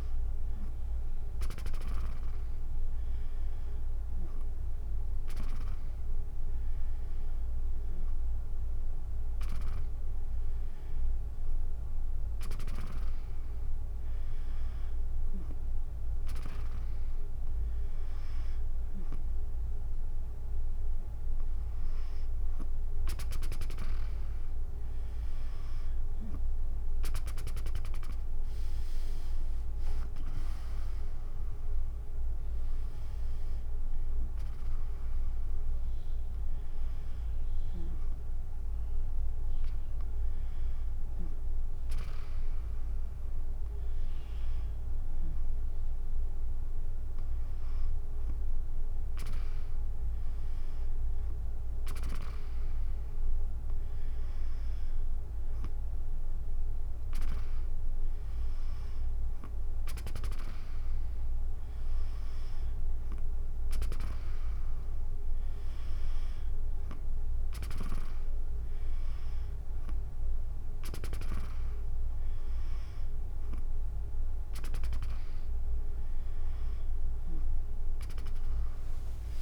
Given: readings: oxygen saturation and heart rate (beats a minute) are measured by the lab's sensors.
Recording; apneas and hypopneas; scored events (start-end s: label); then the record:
breathing in sleep by a room microphone; none
26.00-39.00 s: drop in pulse transit time (device-marked, heart rate 57 before, 58 extreme)
63.50-71.50 s: snoring (device-marked)
77.00-79.42 s: drop in pulse transit time (device-marked, heart rate 54 before, 48 extreme)
From the record:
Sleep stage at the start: N2 (light sleep); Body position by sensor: on the back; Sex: female